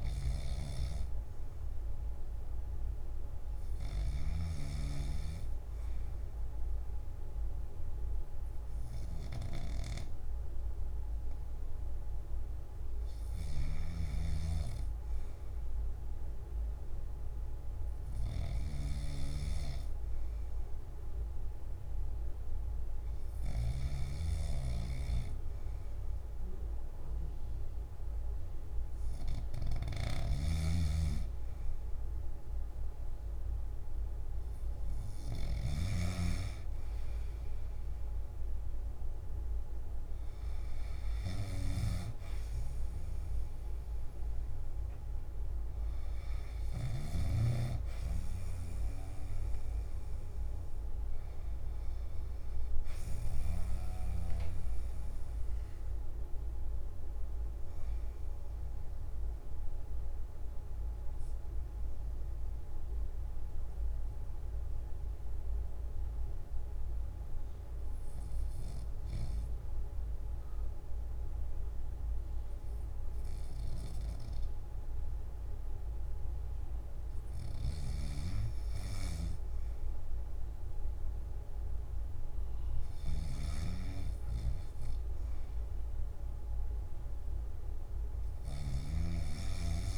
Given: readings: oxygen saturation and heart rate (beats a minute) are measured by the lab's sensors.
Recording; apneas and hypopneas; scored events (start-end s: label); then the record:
breathing in sleep by a room microphone; 1
0.00-5.50 s: oxygen desaturation (device-marked, oxygen 91% lowest, heart rate 52 extreme)
30.00-36.00 s: snoring (device-marked)
59.00-76.50 s: obstructive apnea (oxygen 92% before, 89% lowest, heart rate 71 before, 61 extreme)
82.50-89.98 s: oxygen desaturation (device-marked, oxygen 97% before, 89% lowest, heart rate 68 before, 61 extreme)
88.50-89.98 s: snoring (device-marked)
From the record:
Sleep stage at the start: N1 (lightest sleep); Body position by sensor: on the back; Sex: male